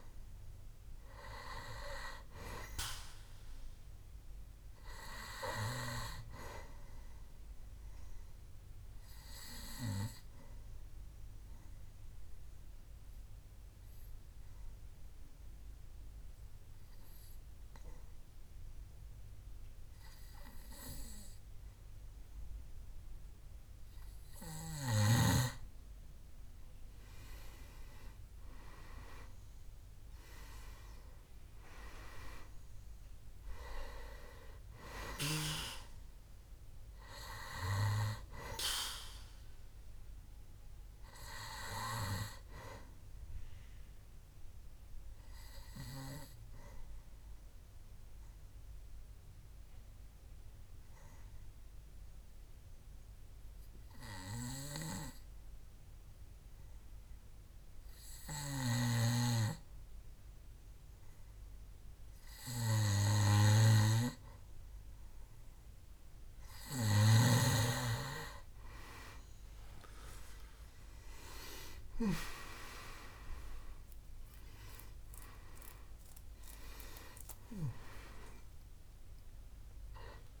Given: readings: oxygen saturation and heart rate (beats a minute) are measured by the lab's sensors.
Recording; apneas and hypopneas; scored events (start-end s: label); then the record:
breathing in sleep by a room microphone; 2
0.00-19.50 s: oxygen desaturation (device-marked, oxygen 92% lowest, heart rate 66 extreme)
9.00-25.00 s: obstructive apnea (oxygen 97% before, 89% lowest, heart rate 69 before, 65 extreme, up 4 after)
27.50-31.00 s: arousal
31.50-53.50 s: oxygen desaturation (device-marked, oxygen 98% before, 91% lowest, heart rate 67 before, 63 extreme)
45.00-67.00 s: obstructive apnea (oxygen 98% before, 89% lowest, heart rate 68 before, 63 extreme, up 7 after)
68.50-80.40 s: oxygen desaturation (device-marked, oxygen 98% before, 89% lowest, heart rate 66 before, 63 extreme)
73.00-77.50 s: arousal
From the record:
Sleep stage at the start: N2 (light sleep); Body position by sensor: on the back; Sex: male